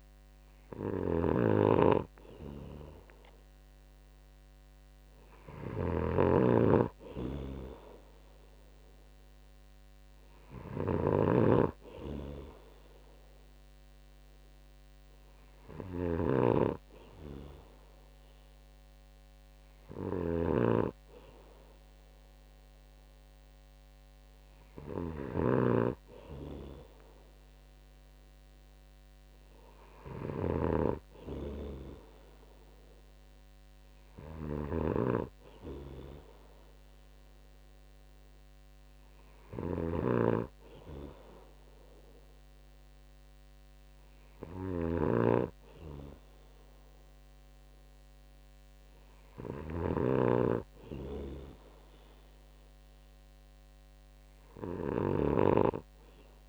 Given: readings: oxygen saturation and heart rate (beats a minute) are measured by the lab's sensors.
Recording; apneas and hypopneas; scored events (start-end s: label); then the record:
breathing in sleep by a microphone on the trachea; none
0.00-56.49 s: snoring (device-marked)
From the record:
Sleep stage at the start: N2 (light sleep); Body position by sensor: on the right side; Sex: male